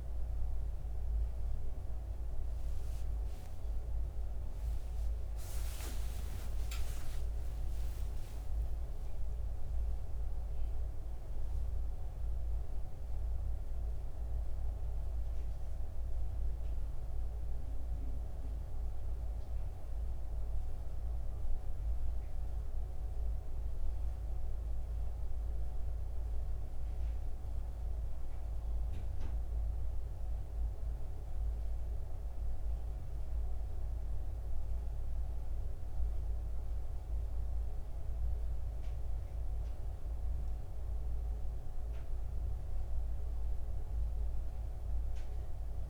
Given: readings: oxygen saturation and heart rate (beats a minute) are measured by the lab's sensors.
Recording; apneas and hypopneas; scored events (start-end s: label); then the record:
breathing in sleep, hard to hear, by a room microphone; none
2.00-7.00 s: arousal
From the record:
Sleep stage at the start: N1 (lightest sleep); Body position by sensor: on the back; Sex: male